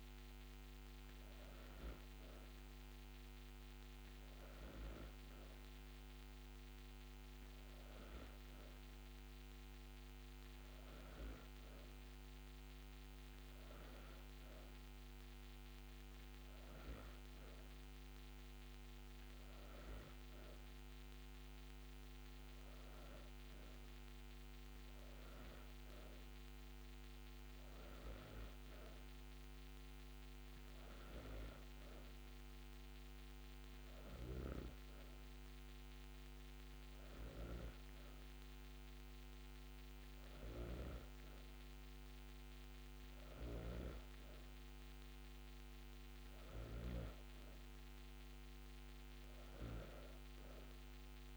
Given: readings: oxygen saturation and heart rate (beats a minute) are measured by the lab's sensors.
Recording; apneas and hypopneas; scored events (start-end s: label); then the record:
breathing in sleep, hard to hear, by a microphone on the trachea; none
none scored
From the record:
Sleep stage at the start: N2 (light sleep); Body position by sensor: on the back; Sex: female